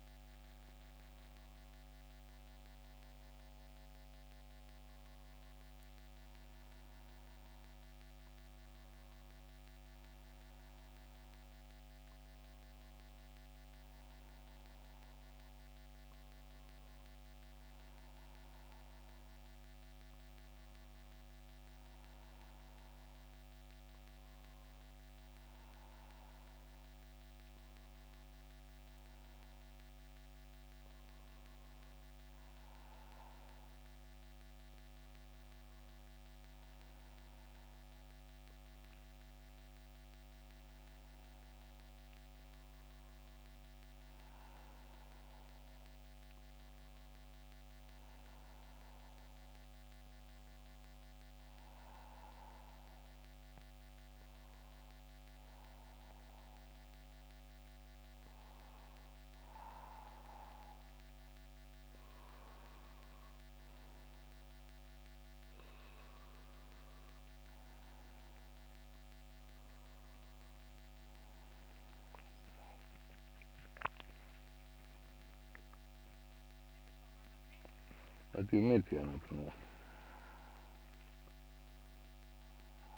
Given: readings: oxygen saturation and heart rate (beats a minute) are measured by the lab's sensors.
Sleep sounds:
breathing in sleep, hard to hear, by a microphone on the trachea; none
47.50-77.50 s: new sleep stage, N2 (light sleep)
77.50-82.98 s: new sleep stage, awake
From the record:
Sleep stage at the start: N1 (lightest sleep); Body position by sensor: on the back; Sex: male

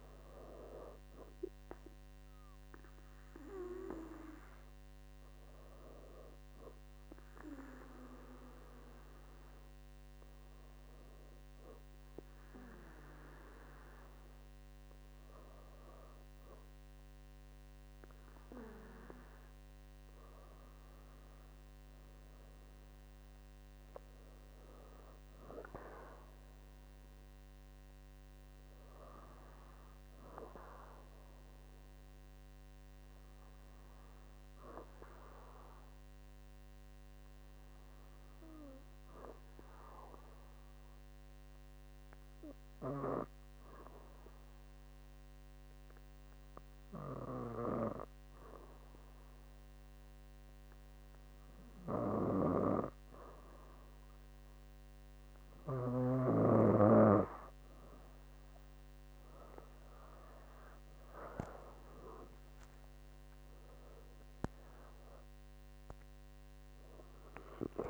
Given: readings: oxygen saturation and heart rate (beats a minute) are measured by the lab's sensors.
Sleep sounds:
breathing in sleep by a microphone on the trachea; 2
5.50-19.00 s: hypopnea (oxygen 98% before, 94% lowest, heart rate 70 before, 62 extreme, up 9 after)
25.00-28.50 s: arousal
35.00-51.50 s: obstructive apnea (oxygen 98% before, 94% lowest, heart rate 68 before, 63 extreme, up 6 after)
59.00-67.90 s: oxygen desaturation (device-marked, oxygen 98% before, 94% lowest, heart rate 67 before, 62 extreme)
62.50-66.00 s: arousal
From the record:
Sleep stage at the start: N2 (light sleep); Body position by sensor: on the back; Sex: female

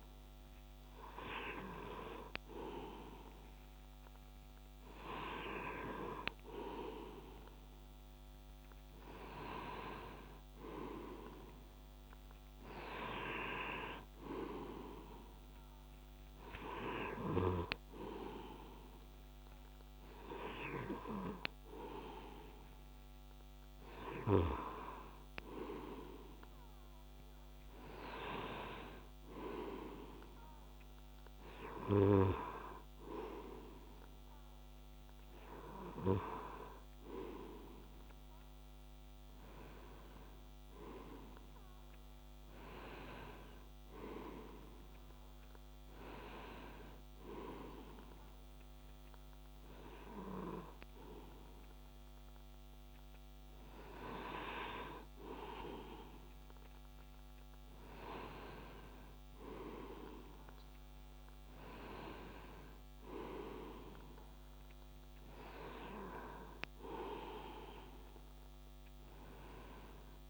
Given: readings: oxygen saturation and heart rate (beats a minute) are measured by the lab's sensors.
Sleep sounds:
breathing in sleep by a microphone on the trachea; 2
14.50-24.50 s: hypopnea (oxygen 98% before, 95% lowest)
26.00-29.50 s: arousal
28.50-36.50 s: oxygen desaturation (device-marked, oxygen 98% before, 95% lowest)
48.00-58.50 s: hypopnea (oxygen 98% before, 95% lowest)
61.00-63.50 s: arousal
From the record:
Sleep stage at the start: N2 (light sleep); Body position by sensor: on the back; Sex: male

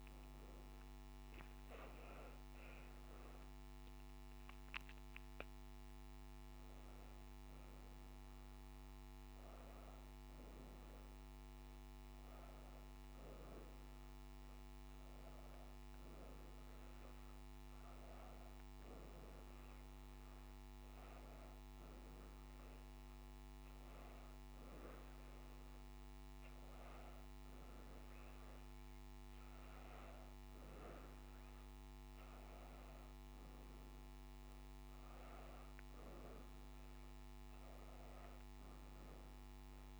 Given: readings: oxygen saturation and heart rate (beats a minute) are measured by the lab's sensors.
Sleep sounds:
breathing in sleep, hard to hear, by a microphone on the trachea; none
0.00-4.00 s: arousal
10.00-21.00 s: oxygen desaturation (device-marked, oxygen 94% before, 91% lowest, heart rate 84 before, 78 extreme)
From the record:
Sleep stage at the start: N1 (lightest sleep); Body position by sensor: on the back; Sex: female

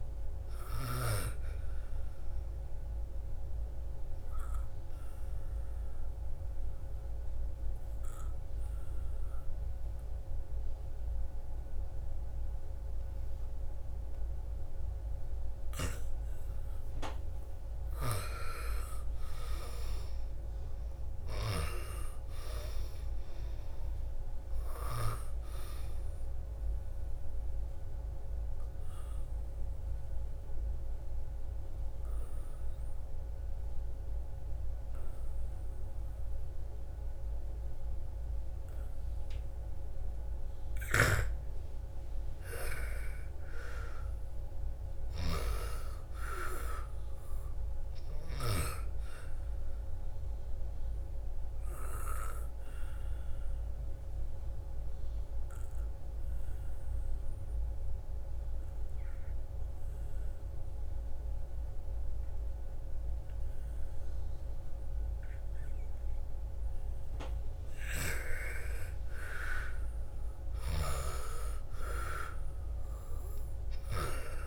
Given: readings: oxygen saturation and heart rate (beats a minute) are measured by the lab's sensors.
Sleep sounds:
breathing in sleep by a room microphone; 3
0.00-15.00 s: oxygen desaturation (device-marked, oxygen 83% lowest, heart rate 55 extreme)
3.50-17.50 s: obstructive apnea (oxygen 99% before, 83% lowest, heart rate 60 before, 55 extreme, up 13 after)
19.00-22.00 s: arousal
22.00-37.00 s: oxygen desaturation (device-marked, oxygen 99% before, 92% lowest, heart rate 59 before, 54 extreme)
27.00-41.00 s: obstructive apnea (oxygen 99% before, 87% lowest, heart rate 60 before, 54 extreme, up 14 after)
40.50-45.50 s: snoring (device-marked)
43.50-47.50 s: arousal
45.00-61.00 s: oxygen desaturation (device-marked, oxygen 98% before, 87% lowest, heart rate 58 before, 54 extreme)
52.00-66.50 s: obstructive apnea (oxygen 98% before, 84% lowest, heart rate 60 before, 54 extreme, up 12 after)
68.50-72.50 s: arousal
69.00-74.47 s: oxygen desaturation (device-marked, oxygen 98% before, 88% lowest, heart rate 59 before, 54 extreme)
From the record:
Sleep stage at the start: N2 (light sleep); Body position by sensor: on the back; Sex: female

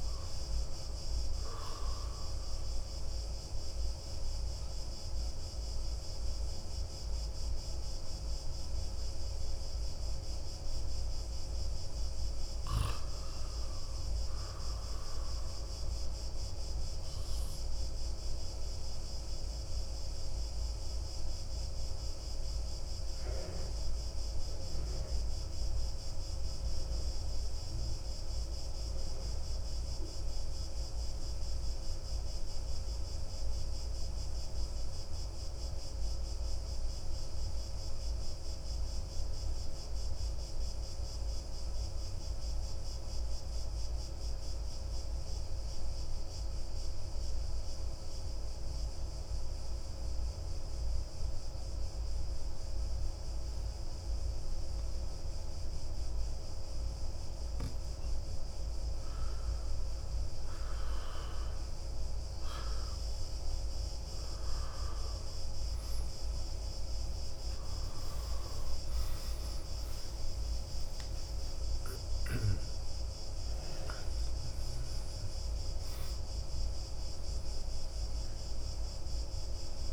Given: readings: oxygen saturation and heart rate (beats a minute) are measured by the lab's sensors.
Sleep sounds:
breathing in sleep, hard to hear, by a room microphone; 1
11.00-14.00 s: arousal
11.50-35.50 s: oxygen desaturation (device-marked, oxygen 93% before, 89% lowest)
15.50-57.50 s: obstructive apnea (oxygen 96% before, 89% lowest)
63.00-68.50 s: arousal
From the record:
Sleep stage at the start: N2 (light sleep); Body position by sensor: on the back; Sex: male

